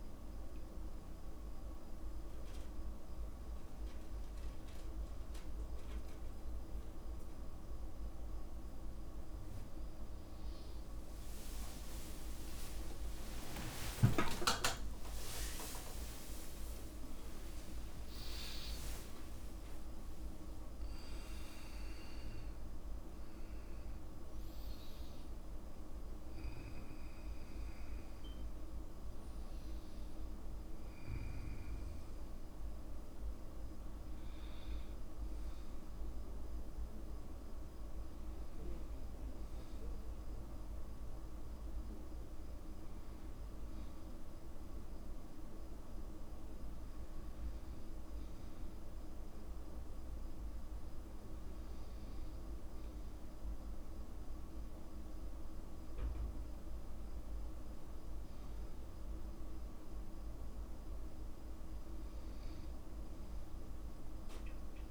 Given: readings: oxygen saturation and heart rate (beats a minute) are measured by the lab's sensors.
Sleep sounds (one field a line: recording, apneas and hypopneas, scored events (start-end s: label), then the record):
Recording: a person awake in a sleep study, hard to hear, by a room microphone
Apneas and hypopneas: none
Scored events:
6.50-8.50 s: long interval between heartbeats (device-marked, heart rate 51 before, 72 extreme)
13.00-17.00 s: tachycardia (device-marked, heart rate 49 before, 109 extreme)
41.00-64.91 s: new sleep stage, N2 (light sleep)
From the record:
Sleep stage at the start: awake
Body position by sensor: on the back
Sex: male